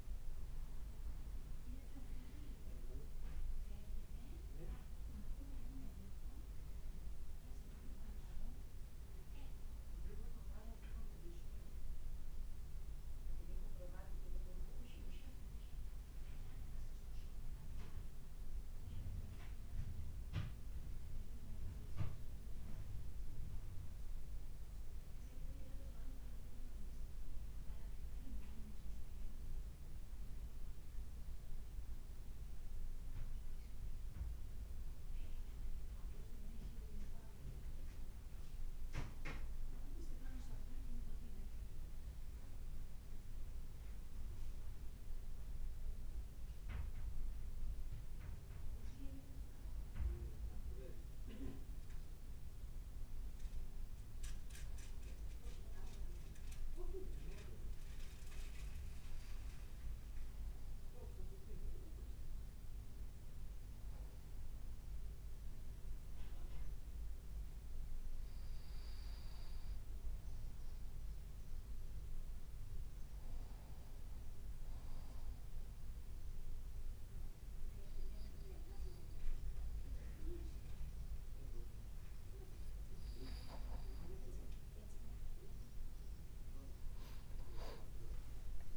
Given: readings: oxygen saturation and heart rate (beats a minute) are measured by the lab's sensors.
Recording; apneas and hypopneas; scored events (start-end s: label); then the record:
breathing in sleep by a room microphone; 1
0.00-1.50 s: arousal
0.00-20.00 s: oxygen desaturation (device-marked, oxygen 93% lowest, heart rate 53 extreme)
46.50-50.50 s: arousal
53.00-72.00 s: hypopnea (oxygen 97% before, 91% lowest, heart rate 54 before, 53 extreme, up 1 after)
74.00-77.50 s: arousal
87.00-88.50 s: leg movement (device-marked)
From the record:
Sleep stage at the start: N2 (light sleep); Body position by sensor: on the back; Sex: male